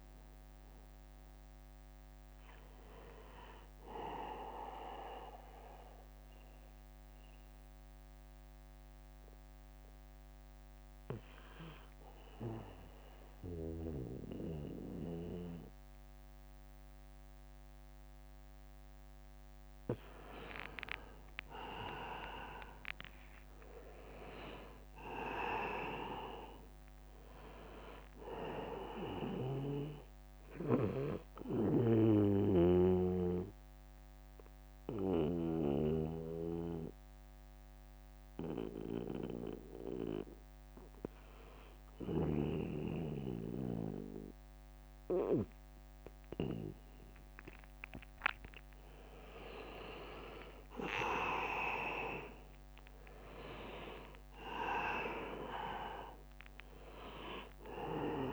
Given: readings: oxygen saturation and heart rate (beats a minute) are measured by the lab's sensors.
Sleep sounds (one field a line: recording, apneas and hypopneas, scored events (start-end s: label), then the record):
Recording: breathing in sleep by a microphone on the trachea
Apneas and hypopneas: 2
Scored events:
0.00-1.50 s: long interval between heartbeats (device-marked, heart rate 65 extreme)
0.00-9.50 s: oxygen desaturation (device-marked, oxygen 90% lowest, heart rate 56 extreme)
4.50-19.50 s: mixed apnea (oxygen 99% before, 90% lowest, heart rate 72 before, 56 extreme, up 26 after)
11.00-13.00 s: long interval between heartbeats (device-marked, heart rate 73 before, 78 extreme)
11.50-16.50 s: bradycardia (device-marked, heart rate 79 before, 56 extreme)
13.00-15.00 s: long interval between heartbeats (device-marked, heart rate 73 before, 75 extreme)
21.00-25.00 s: arousal
23.50-25.50 s: long interval between heartbeats (device-marked, heart rate 69 before, 72 extreme)
26.00-28.00 s: long interval between heartbeats (device-marked, heart rate 70 before, 75 extreme)
29.50-44.50 s: oxygen desaturation (device-marked, oxygen 100% before, 94% lowest, heart rate 70 before, 60 extreme)
29.50-46.50 s: mixed apnea (oxygen 100% before, 92% lowest, heart rate 70 before, 60 extreme, up 11 after)
32.50-34.50 s: long interval between heartbeats (device-marked, heart rate 69 before, 73 extreme)
40.00-42.00 s: long interval between heartbeats (device-marked, heart rate 72 before, 68 extreme)
45.50-47.50 s: long interval between heartbeats (device-marked, heart rate 70 before, 66 extreme)
50.00-52.00 s: long interval between heartbeats (device-marked, heart rate 71 before, 70 extreme)
51.50-55.50 s: arousal
53.50-58.33 s: oxygen desaturation (device-marked, oxygen 99% before, 92% lowest, heart rate 69 before, 54 extreme)
From the record:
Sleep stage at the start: N2 (light sleep)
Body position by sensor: on the back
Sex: male